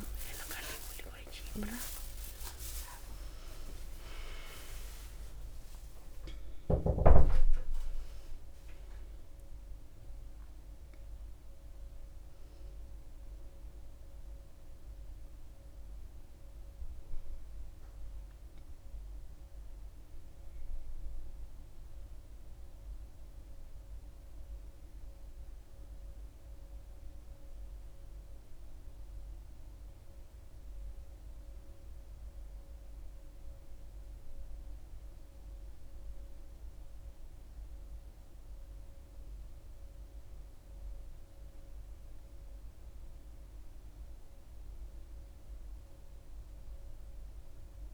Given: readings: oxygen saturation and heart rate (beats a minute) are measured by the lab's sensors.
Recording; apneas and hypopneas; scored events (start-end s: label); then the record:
a person awake in a sleep study, by a room microphone; none
0.50-47.93 s: new sleep stage, awake
From the record:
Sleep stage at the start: N3 (deep sleep); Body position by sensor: on the back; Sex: female